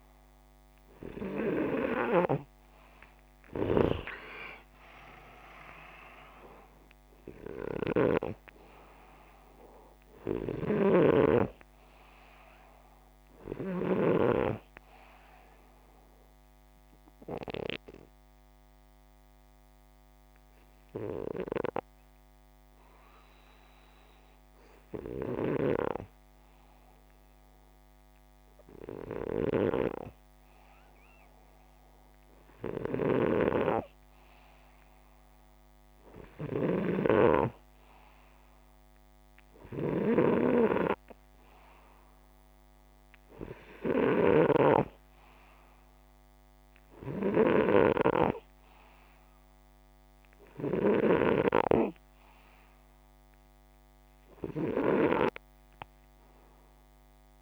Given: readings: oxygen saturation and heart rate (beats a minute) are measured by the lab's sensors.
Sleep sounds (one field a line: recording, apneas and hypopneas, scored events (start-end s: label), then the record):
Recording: breathing in sleep by a microphone on the trachea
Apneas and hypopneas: 1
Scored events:
0.00-14.50 s: oxygen desaturation (device-marked, oxygen 87% lowest, heart rate 60 extreme)
10.00-13.50 s: snoring (device-marked)
12.50-57.42 s: new sleep stage, N2 (light sleep)
14.00-30.50 s: hypopnea (oxygen 93% before, 89% lowest, heart rate 62 before, 60 extreme, up 1 after)
33.00-37.00 s: arousal
35.50-44.00 s: snoring (device-marked)
From the record:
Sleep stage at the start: N1 (lightest sleep)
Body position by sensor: upright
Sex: male